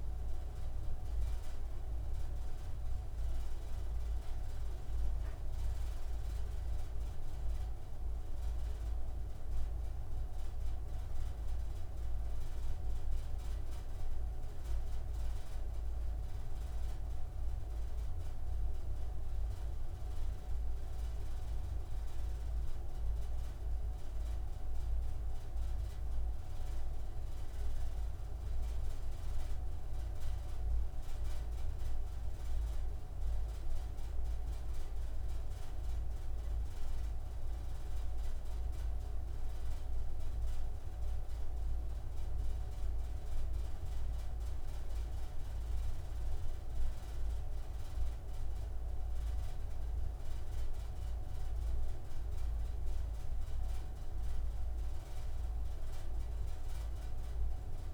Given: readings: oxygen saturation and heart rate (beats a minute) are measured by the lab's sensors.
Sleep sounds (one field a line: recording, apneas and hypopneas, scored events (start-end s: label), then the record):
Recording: breathing in sleep, hard to hear, by a room microphone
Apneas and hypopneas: none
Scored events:
none scored
From the record:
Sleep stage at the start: N3 (deep sleep)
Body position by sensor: on the right side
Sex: male